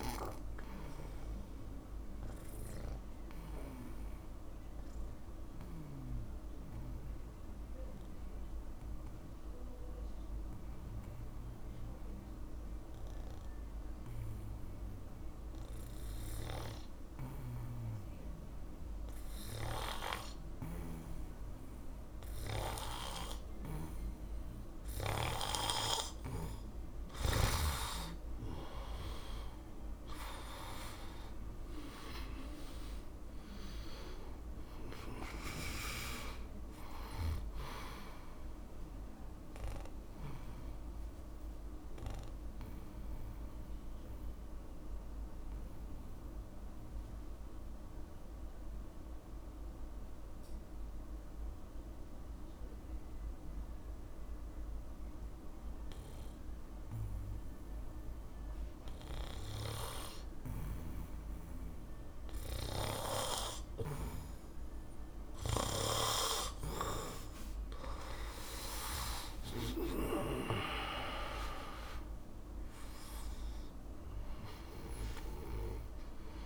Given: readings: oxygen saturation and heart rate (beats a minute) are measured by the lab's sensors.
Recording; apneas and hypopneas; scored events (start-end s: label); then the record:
breathing in sleep by a room microphone; 2
0.00-16.50 s: oxygen desaturation (device-marked, oxygen 89% lowest, heart rate 62 extreme)
2.00-27.50 s: mixed apnea (oxygen 100% before, 89% lowest, heart rate 62 before, 62 extreme, up 5 after)
28.50-52.50 s: oxygen desaturation (device-marked, oxygen 99% before, 91% lowest, heart rate 63 before, 61 extreme)
30.00-34.00 s: arousal
41.00-68.00 s: mixed apnea (oxygen 100% before, 89% lowest, heart rate 65 before, 61 extreme, up 37 after)
66.50-76.46 s: oxygen desaturation (device-marked, oxygen 100% before, 89% lowest, heart rate 66 before, 58 extreme)
69.50-73.00 s: arousal
From the record:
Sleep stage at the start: N2 (light sleep); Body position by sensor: on the back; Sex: male